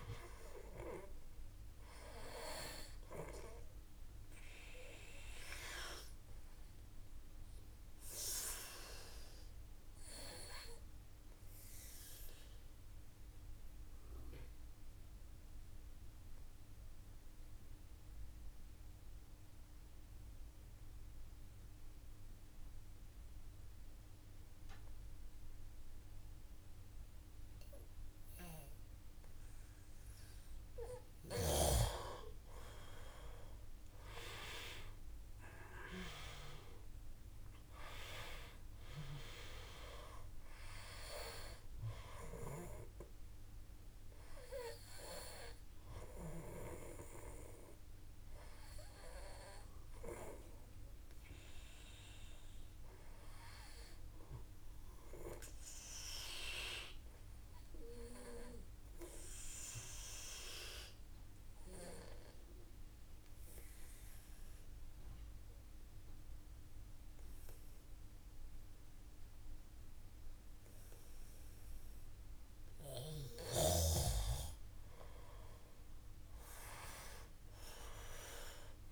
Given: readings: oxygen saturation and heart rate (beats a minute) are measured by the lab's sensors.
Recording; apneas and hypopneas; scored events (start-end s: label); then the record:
breathing in sleep by a room microphone; 2
0.00-20.00 s: oxygen desaturation (device-marked, oxygen 89% lowest, heart rate 54 extreme)
4.50-29.00 s: obstructive apnea (oxygen 97% before, 89% lowest, heart rate 57 before, 53 extreme, up 5 after)
33.00-37.00 s: arousal
35.00-61.00 s: oxygen desaturation (device-marked, oxygen 97% before, 89% lowest, heart rate 56 before, 53 extreme)
54.50-72.00 s: obstructive apnea (oxygen 97% before, 89% lowest, heart rate 57 before, 53 extreme, up 4 after)
74.50-78.50 s: arousal
From the record:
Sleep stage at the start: N2 (light sleep); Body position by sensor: on the back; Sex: male